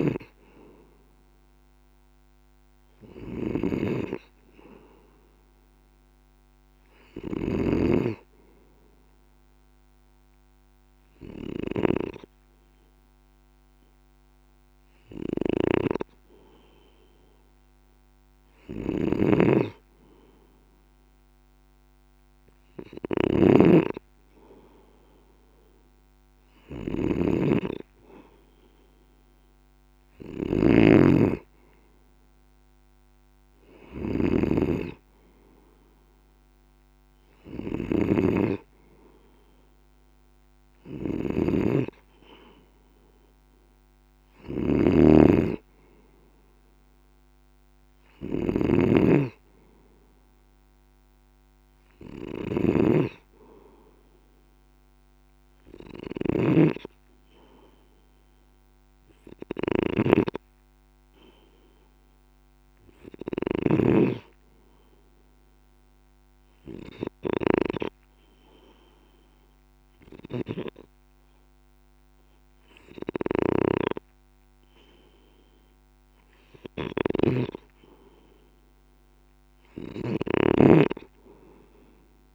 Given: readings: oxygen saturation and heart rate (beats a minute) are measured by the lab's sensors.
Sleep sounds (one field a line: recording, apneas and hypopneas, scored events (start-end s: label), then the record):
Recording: breathing in sleep by a microphone on the trachea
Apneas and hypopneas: 2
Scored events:
0.00-82.34 s: snoring (device-marked)
1.00-4.50 s: arousal
9.00-19.00 s: obstructive apnea (oxygen 95% before, 93% lowest, heart rate 49 before, 49 extreme, up 1 after)
20.50-23.00 s: arousal
65.50-76.50 s: obstructive apnea (oxygen 97% before, 94% lowest, heart rate 49 before, 49 extreme, up 1 after)
79.00-82.00 s: arousal
From the record:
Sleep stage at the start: N2 (light sleep)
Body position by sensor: on the left side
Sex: male